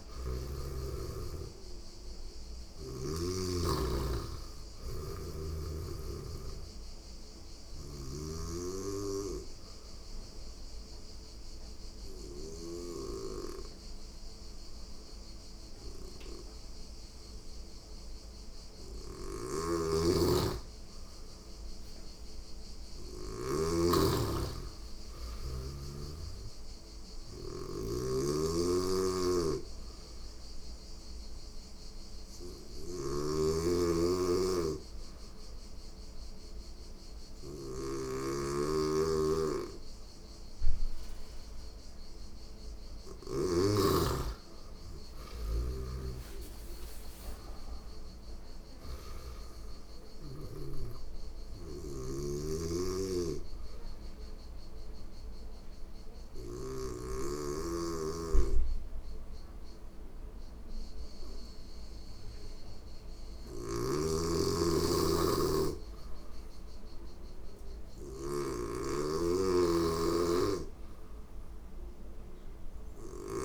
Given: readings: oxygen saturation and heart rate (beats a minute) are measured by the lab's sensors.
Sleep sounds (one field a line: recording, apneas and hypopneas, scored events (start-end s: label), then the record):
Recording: breathing in sleep by a room microphone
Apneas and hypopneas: 2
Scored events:
0.50-21.50 s: oxygen desaturation (device-marked, oxygen 96% before, 91% lowest, heart rate 88 before, 85 extreme)
7.50-12.00 s: snoring (device-marked)
8.00-19.00 s: obstructive apnea (oxygen 96% before, 91% lowest, heart rate 88 before, 85 extreme, up 3 after)
18.50-23.00 s: snoring (device-marked)
21.00-24.50 s: arousal
27.50-43.00 s: snoring (device-marked)
34.50-45.50 s: oxygen desaturation (device-marked, oxygen 97% before, 92% lowest, heart rate 88 before, 86 extreme)
44.00-47.50 s: arousal
45.00-48.50 s: snoring (device-marked)
50.50-56.00 s: snoring (device-marked)
53.00-64.50 s: obstructive apnea (oxygen 97% before, 91% lowest, heart rate 88 before, 85 extreme, up 0 after)
62.50-73.45 s: snoring (device-marked)
66.50-70.00 s: arousal
From the record:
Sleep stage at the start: N2 (light sleep)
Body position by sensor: on the back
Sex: female